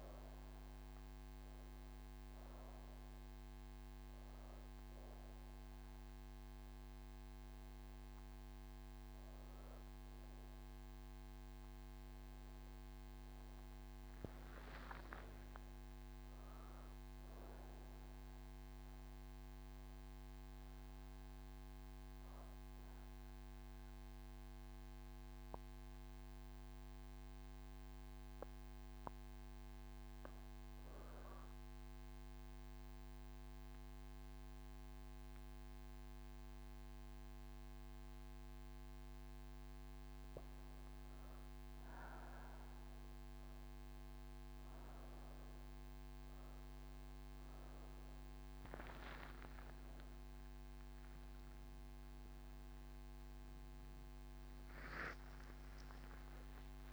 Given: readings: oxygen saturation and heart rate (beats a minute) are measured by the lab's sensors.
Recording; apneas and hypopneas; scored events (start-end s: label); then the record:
breathing in sleep, hard to hear, by a microphone on the trachea; none
0.00-11.00 s: oxygen desaturation (device-marked, oxygen 87% lowest)
From the record:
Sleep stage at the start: N1 (lightest sleep); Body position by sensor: on the right side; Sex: female